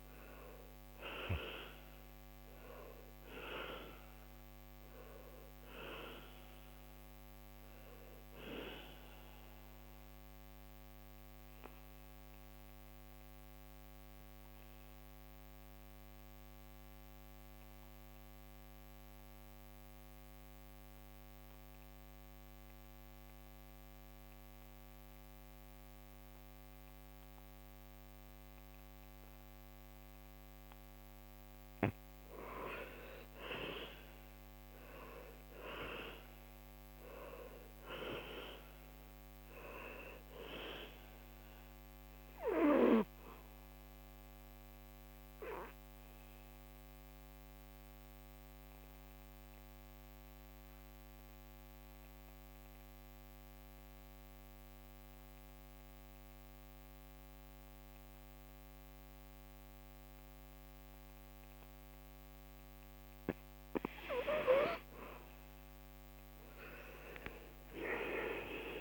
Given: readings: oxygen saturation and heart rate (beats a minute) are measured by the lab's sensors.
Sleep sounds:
breathing in sleep by a microphone on the trachea; 2
0.00-21.50 s: oxygen desaturation (device-marked, oxygen 82% lowest, heart rate 70 extreme)
9.50-29.50 s: obstructive apnea (oxygen 98% before, 82% lowest, heart rate 74 before, 70 extreme, up 1 after)
32.50-36.00 s: arousal
34.50-56.50 s: oxygen desaturation (device-marked, oxygen 99% before, 83% lowest, heart rate 74 before, 71 extreme)
42.50-62.50 s: obstructive apnea (oxygen 99% before, 83% lowest, heart rate 74 before, 71 extreme, up 3 after)
64.00-68.00 s: arousal
65.50-68.81 s: oxygen desaturation (device-marked, oxygen 98% before, 85% lowest, heart rate 73 before, 75 extreme)
From the record:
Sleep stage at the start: N2 (light sleep); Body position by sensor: on the back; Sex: male

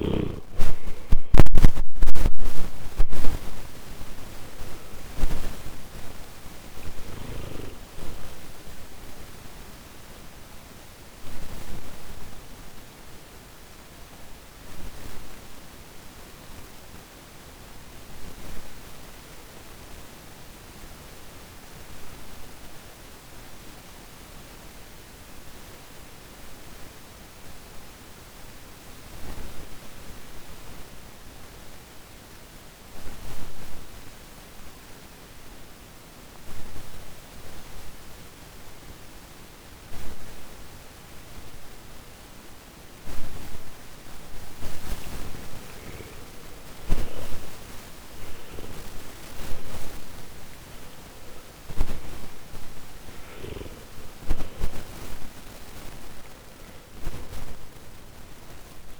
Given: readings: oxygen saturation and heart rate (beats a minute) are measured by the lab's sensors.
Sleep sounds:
breathing in sleep by a microphone on the trachea; 1
9.50-46.50 s: obstructive apnea (oxygen 98% before, 82% lowest, heart rate 64 before, 49 extreme, up 15 after)
19.50-40.50 s: oxygen desaturation (device-marked, oxygen 96% before, 82% lowest, heart rate 63 before, 51 extreme)
48.50-53.00 s: arousal
55.50-59.00 s: oxygen desaturation (device-marked, oxygen 97% before, 83% lowest, heart rate 58 before, 49 extreme)
From the record:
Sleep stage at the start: N2 (light sleep); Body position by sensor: on the back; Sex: male

